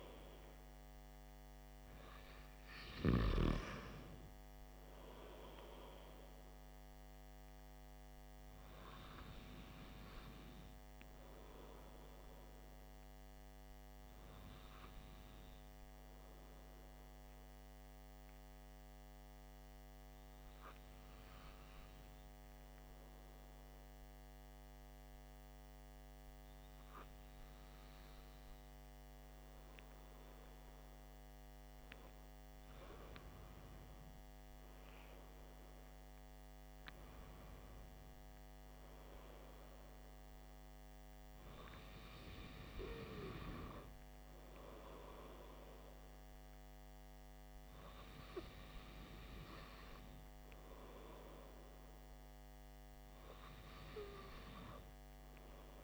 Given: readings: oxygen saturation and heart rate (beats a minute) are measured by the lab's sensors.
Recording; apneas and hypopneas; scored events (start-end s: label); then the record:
breathing in sleep by a microphone on the trachea; 1
10.50-30.00 s: hypopnea (oxygen 96% before, 94% lowest, heart rate 57 before, 48 extreme, up 15 after)
33.50-38.00 s: arousal
From the record:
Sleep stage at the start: N2 (light sleep); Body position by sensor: on the back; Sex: male